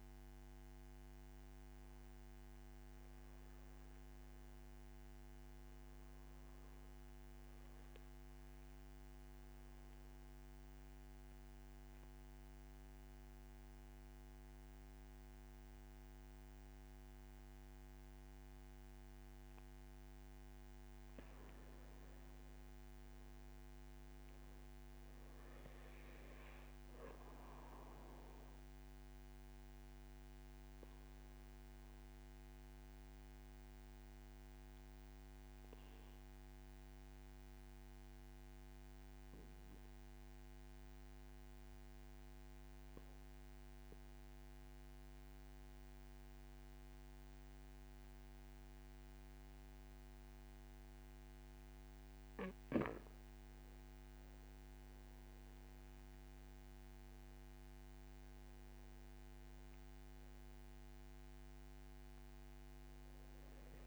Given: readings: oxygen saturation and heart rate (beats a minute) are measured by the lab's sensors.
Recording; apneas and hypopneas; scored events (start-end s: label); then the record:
breathing in sleep, hard to hear, by a microphone on the trachea; 2
1.00-4.50 s: arousal
8.50-19.50 s: obstructive apnea (oxygen 96% before, 88% lowest, heart rate 62 before, 58 extreme, up 7 after)
22.50-26.50 s: arousal
28.50-44.50 s: oxygen desaturation (device-marked, oxygen 94% before, 90% lowest, heart rate 61 before, 44 extreme)
32.00-51.50 s: obstructive apnea (oxygen 96% before, 88% lowest, heart rate 63 before, 44 extreme, up 5 after)
52.50-56.50 s: arousal
57.50-63.87 s: oxygen desaturation (device-marked, oxygen 95% before, 88% lowest, heart rate 60 before, 40 extreme)
From the record:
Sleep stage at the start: N2 (light sleep); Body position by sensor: on the back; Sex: male